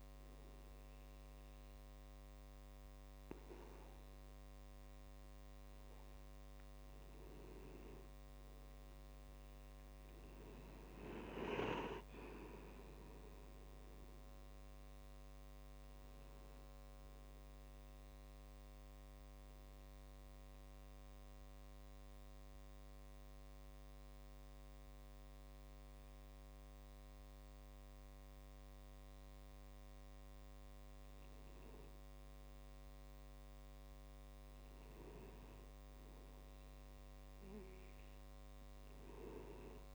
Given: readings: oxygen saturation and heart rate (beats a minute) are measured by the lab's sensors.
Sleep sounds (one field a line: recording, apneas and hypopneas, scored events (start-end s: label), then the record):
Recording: breathing in sleep by a microphone on the trachea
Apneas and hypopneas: 1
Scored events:
14.00-17.50 s: arousal
21.00-31.00 s: mixed apnea (oxygen 95% before, 94% lowest, heart rate 69 before, 52 extreme, up 6 after)
33.00-36.50 s: arousal
From the record:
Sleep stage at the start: N2 (light sleep)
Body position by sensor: on the back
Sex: male